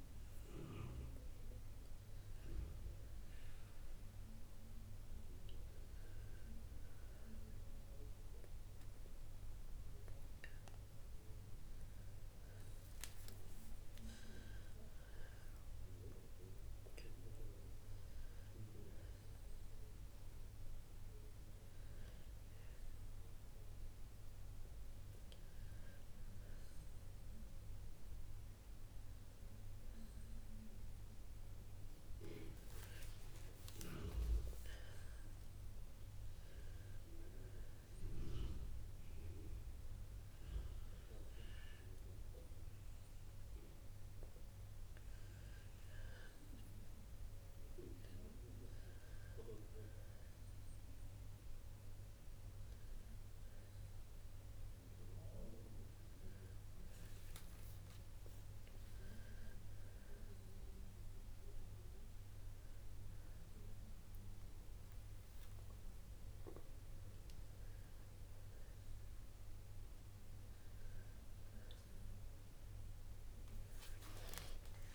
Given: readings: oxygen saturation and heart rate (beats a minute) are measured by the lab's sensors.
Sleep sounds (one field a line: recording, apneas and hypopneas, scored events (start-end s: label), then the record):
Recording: a person awake in a sleep study, by a room microphone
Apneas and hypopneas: none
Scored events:
none scored
From the record:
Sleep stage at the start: awake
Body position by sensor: on the back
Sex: female